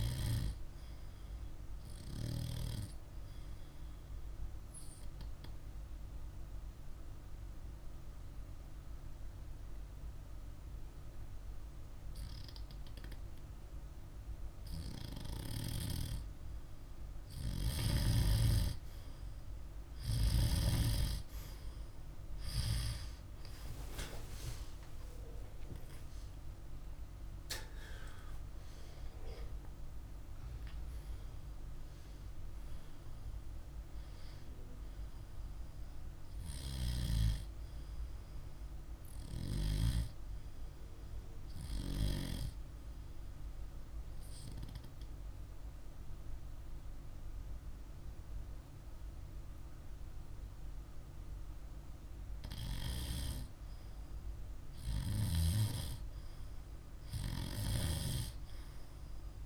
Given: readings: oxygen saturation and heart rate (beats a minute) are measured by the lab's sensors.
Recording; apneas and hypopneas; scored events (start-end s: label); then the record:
breathing in sleep by a room microphone; 2
0.00-6.00 s: oxygen desaturation (device-marked, oxygen 95% lowest, heart rate 47 extreme)
4.50-16.50 s: obstructive apnea (oxygen 99% before, 93% lowest, heart rate 50 before, 47 extreme, up 17 after)
24.50-29.50 s: arousal
33.00-52.00 s: oxygen desaturation (device-marked, oxygen 97% before, 93% lowest, heart rate 55 before, 48 extreme)
43.50-53.50 s: obstructive apnea (oxygen 98% before, 92% lowest, heart rate 56 before, 48 extreme, up 1 after)
From the record:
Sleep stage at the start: N2 (light sleep); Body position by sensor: on the back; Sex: male